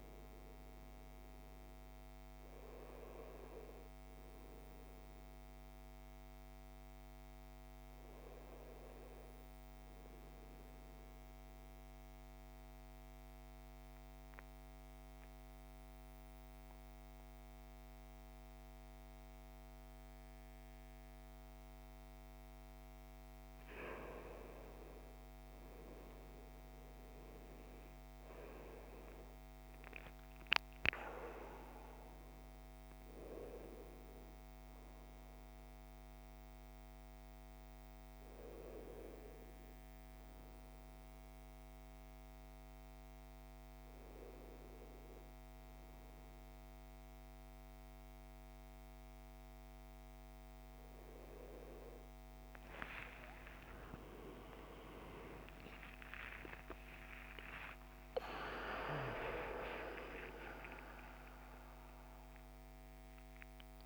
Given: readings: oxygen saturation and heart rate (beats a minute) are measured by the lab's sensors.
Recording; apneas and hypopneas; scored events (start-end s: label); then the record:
breathing in sleep by a microphone on the trachea; 1
10.00-23.00 s: central apnea (oxygen 96% before, 92% lowest, heart rate 63 before, 56 extreme, up 9 after)
25.00-29.50 s: arousal
28.00-63.86 s: new sleep stage, N1 (lightest sleep)
30.00-50.00 s: oxygen desaturation (device-marked, oxygen 97% before, 92% lowest, heart rate 59 before, 62 extreme)
53.50-59.00 s: arousal
From the record:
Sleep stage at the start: N2 (light sleep); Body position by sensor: on the right side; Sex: male